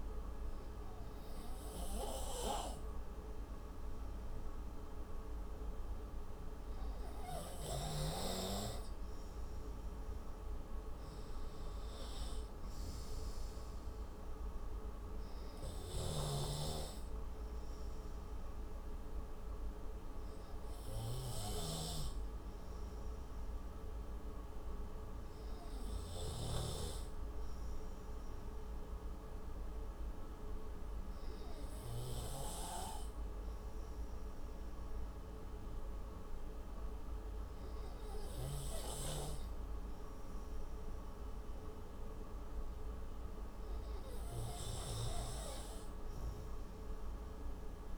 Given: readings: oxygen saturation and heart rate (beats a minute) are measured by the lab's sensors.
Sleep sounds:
breathing in sleep by a room microphone; none
13.50-22.50 s: oxygen desaturation (device-marked, oxygen 97% before, 93% lowest)
43.50-47.98 s: oxygen desaturation (device-marked, oxygen 98% before, 92% lowest)
From the record:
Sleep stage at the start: N2 (light sleep); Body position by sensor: on the right side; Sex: male

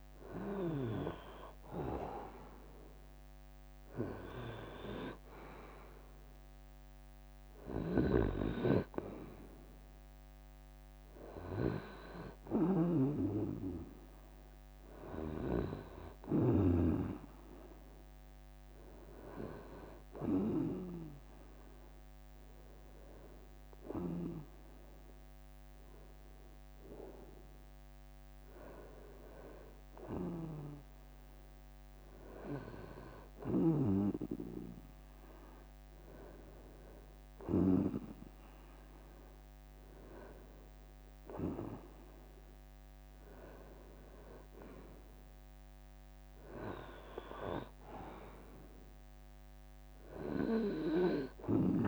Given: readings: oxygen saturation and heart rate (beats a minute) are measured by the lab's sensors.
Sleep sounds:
breathing in sleep by a microphone on the trachea; none
2.00-12.00 s: drop in pulse transit time (device-marked, heart rate 75 before, 69 extreme)
From the record:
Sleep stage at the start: N2 (light sleep); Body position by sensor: on the right side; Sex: male

